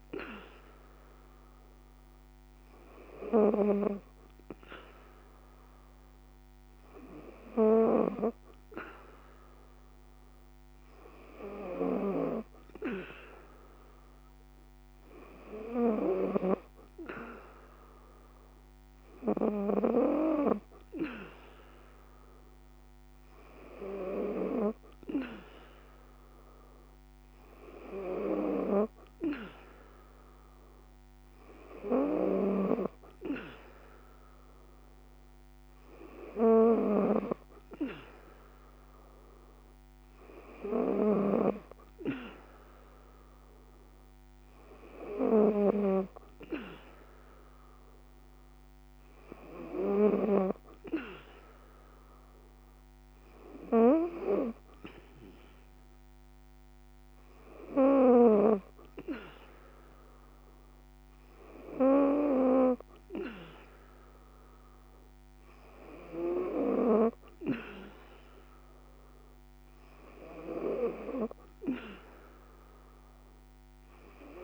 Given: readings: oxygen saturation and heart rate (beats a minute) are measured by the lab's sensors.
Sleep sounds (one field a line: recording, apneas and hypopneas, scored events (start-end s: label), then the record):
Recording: breathing in sleep by a microphone on the trachea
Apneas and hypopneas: none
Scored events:
none scored
From the record:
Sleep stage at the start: N2 (light sleep)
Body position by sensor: on the back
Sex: female